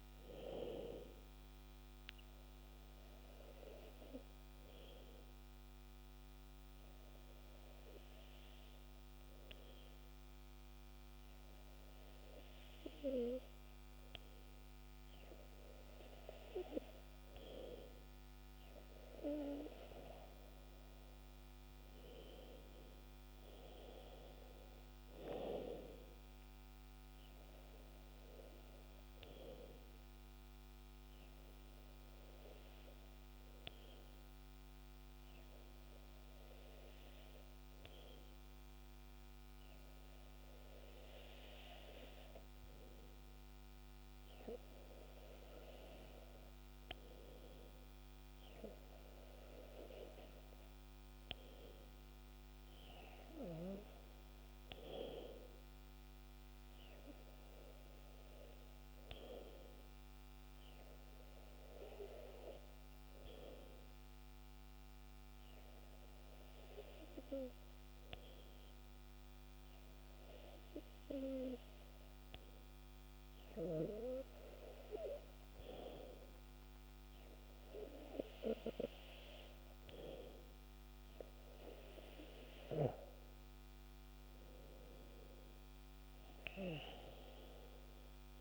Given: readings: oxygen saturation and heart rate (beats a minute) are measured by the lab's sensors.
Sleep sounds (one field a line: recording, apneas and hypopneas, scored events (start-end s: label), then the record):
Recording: breathing in sleep by a microphone on the trachea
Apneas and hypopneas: 3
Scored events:
0.00-14.00 s: oxygen desaturation (device-marked, oxygen 94% lowest, heart rate 61 extreme)
3.50-16.00 s: obstructive apnea (oxygen 98% before, 94% lowest, heart rate 67 before, 61 extreme, up 6 after)
18.50-21.50 s: arousal
30.00-42.50 s: obstructive apnea (oxygen 97% before, 94% lowest, heart rate 67 before, 63 extreme, up 8 after)
46.50-50.00 s: arousal
62.50-75.00 s: obstructive apnea (oxygen 97% before, 94% lowest, heart rate 69 before, 64 extreme, up 3 after)
76.50-80.00 s: arousal
From the record:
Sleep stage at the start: N2 (light sleep)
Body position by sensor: on the back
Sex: male